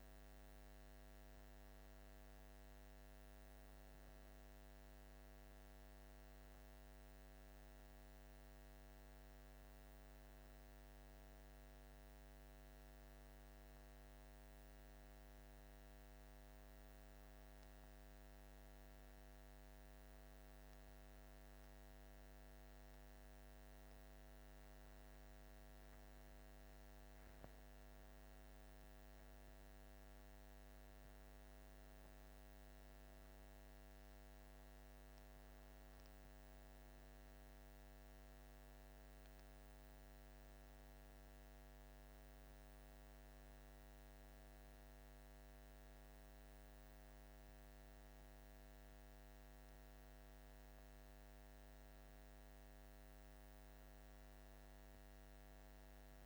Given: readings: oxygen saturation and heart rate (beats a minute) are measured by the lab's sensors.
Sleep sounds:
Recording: breathing in sleep, hard to hear, by a microphone on the trachea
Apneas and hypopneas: none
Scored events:
none scored
From the record:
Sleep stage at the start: N1 (lightest sleep)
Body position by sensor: on the back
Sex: male

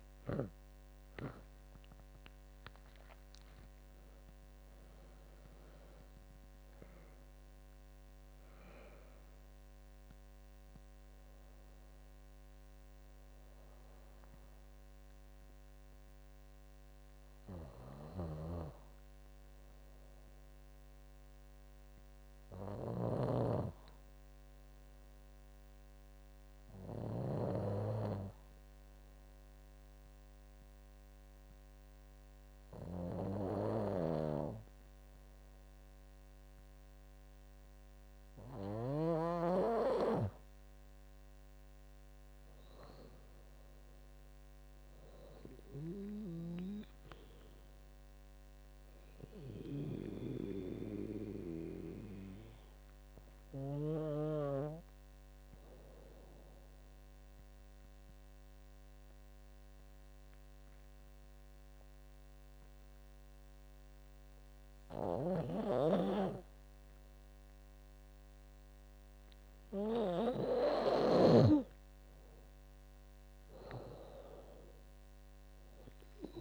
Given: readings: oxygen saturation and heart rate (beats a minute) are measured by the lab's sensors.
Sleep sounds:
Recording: breathing in sleep by a microphone on the trachea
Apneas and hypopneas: 2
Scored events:
0.00-2.50 s: arousal
0.00-13.50 s: drop in pulse transit time (device-marked, heart rate 89 extreme)
0.00-22.50 s: oxygen desaturation (device-marked, oxygen 87% lowest, heart rate 72 extreme)
17.50-39.00 s: snoring (device-marked)
24.00-26.00 s: arousal
28.50-40.50 s: obstructive apnea (oxygen 99% before, 92% lowest, heart rate 80 before, 70 extreme, up 12 after)
42.50-45.50 s: arousal
43.50-54.50 s: drop in pulse transit time (device-marked, heart rate 77 before, 76 extreme)
45.50-54.00 s: snoring (device-marked)
45.50-62.50 s: oxygen desaturation (device-marked, oxygen 98% before, 92% lowest, heart rate 78 before, 70 extreme)
51.00-70.50 s: obstructive apnea (oxygen 99% before, 92% lowest, heart rate 80 before, 70 extreme, up 19 after)
65.00-76.41 s: snoring (device-marked)
72.00-76.00 s: arousal
72.50-76.41 s: drop in pulse transit time (device-marked, heart rate 75 before, 82 extreme)
73.50-76.41 s: oxygen desaturation (device-marked, oxygen 98% before, 92% lowest, heart rate 75 before, 70 extreme)
From the record:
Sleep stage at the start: N2 (light sleep)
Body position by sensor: on the back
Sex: female

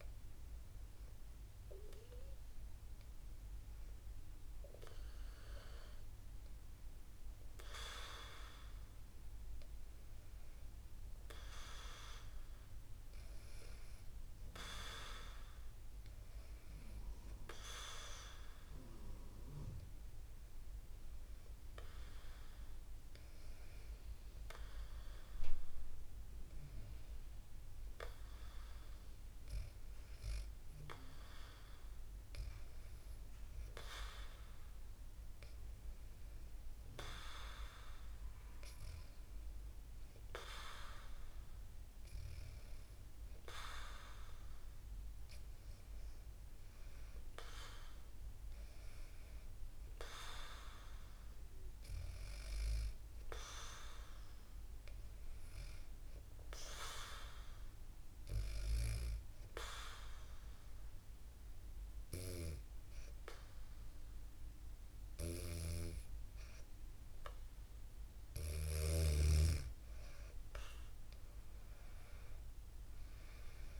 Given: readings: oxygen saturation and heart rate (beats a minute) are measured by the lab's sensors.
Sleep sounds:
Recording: breathing in sleep by a room microphone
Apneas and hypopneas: 1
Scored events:
54.50-67.50 s: hypopnea (oxygen 96% before, 92% lowest, heart rate 74 before, 70 extreme, up 0 after)
64.50-68.00 s: snoring (device-marked)
69.50-72.50 s: arousal
From the record:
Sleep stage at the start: N2 (light sleep)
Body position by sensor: on the back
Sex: female

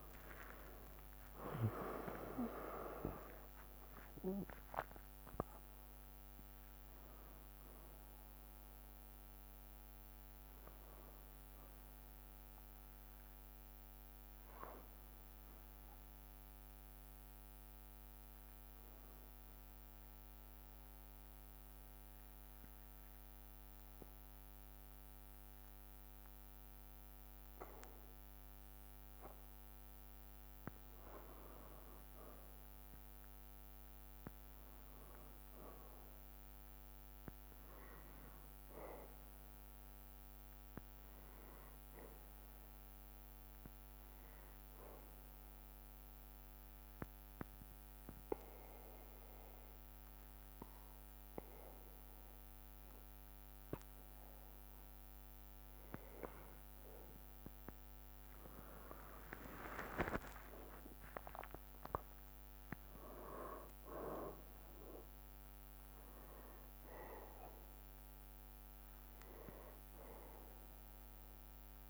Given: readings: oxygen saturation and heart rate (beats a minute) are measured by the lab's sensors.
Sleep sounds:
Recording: breathing in sleep by a microphone on the trachea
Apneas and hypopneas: 2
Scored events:
1.50-7.00 s: arousal
2.00-14.00 s: drop in pulse transit time (device-marked, heart rate 63 before, 66 extreme)
20.50-30.50 s: obstructive apnea (oxygen 96% before, 94% lowest, heart rate 67 before, 61 extreme, up 2 after)
34.50-39.50 s: arousal
45.00-57.00 s: obstructive apnea (oxygen 98% before, 95% lowest, heart rate 63 before, 61 extreme, up 8 after)
58.50-64.00 s: arousal
64.00-71.90 s: drop in pulse transit time (device-marked, heart rate 64 before, 65 extreme)
From the record:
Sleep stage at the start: N2 (light sleep)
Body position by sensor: on the back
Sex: male

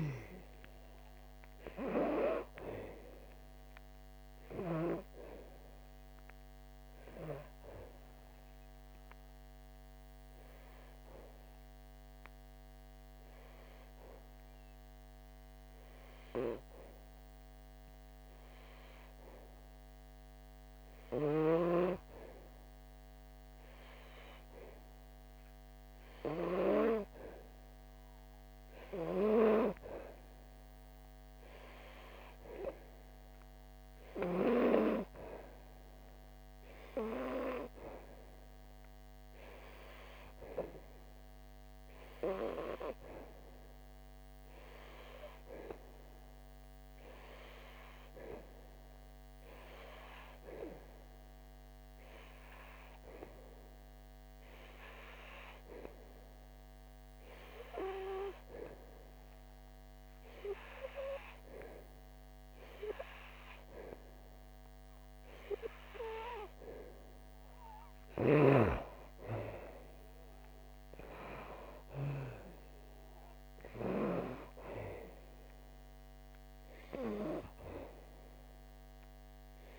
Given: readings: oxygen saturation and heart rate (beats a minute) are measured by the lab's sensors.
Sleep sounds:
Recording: breathing in sleep by a microphone on the trachea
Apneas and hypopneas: 2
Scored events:
10.50-21.50 s: obstructive apnea (oxygen 94% before, 91% lowest, heart rate 68 before, 58 extreme, up 7 after)
27.00-30.50 s: arousal
38.50-55.50 s: oxygen desaturation (device-marked, oxygen 97% before, 92% lowest, heart rate 63 before, 66 extreme)
40.50-67.00 s: hypopnea (oxygen 97% before, 91% lowest, heart rate 64 before, 58 extreme, up 4 after)
70.00-73.00 s: arousal
From the record:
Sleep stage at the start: N2 (light sleep)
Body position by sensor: on the back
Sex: female

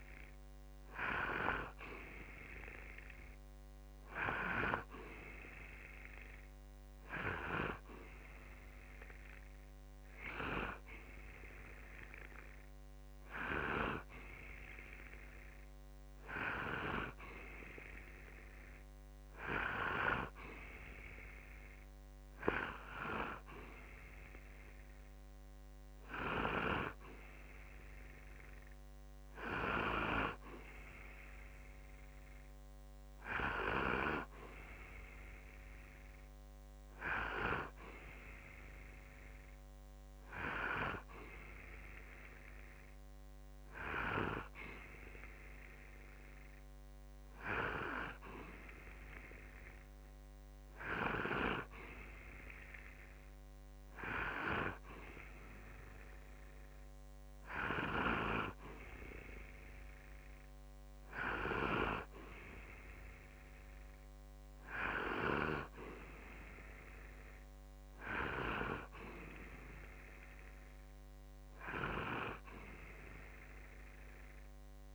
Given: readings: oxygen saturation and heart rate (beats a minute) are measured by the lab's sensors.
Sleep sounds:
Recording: breathing in sleep by a microphone on the trachea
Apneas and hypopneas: none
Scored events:
none scored
From the record:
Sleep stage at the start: N2 (light sleep)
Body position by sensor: on the back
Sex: male

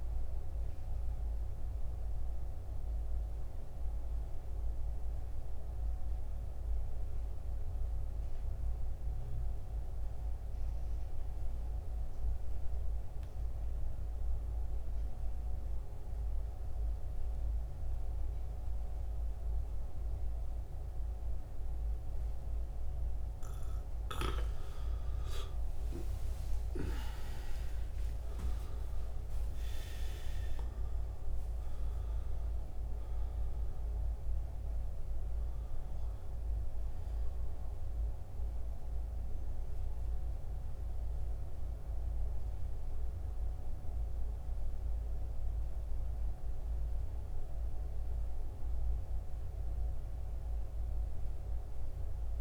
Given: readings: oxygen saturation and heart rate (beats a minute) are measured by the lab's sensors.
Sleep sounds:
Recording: breathing in sleep, hard to hear, by a room microphone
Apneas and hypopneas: 1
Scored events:
1.00-22.50 s: mixed apnea (oxygen 93% before, 83% lowest, heart rate 76 before, 66 extreme, up 15 after)
19.00-52.41 s: oxygen desaturation (device-marked, oxygen 95% before, 83% lowest, heart rate 68 before, 67 extreme)
24.00-28.50 s: arousal
36.00-52.41 s: new sleep stage, N1 (lightest sleep)
From the record:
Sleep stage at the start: N2 (light sleep)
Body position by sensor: on the back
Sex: male

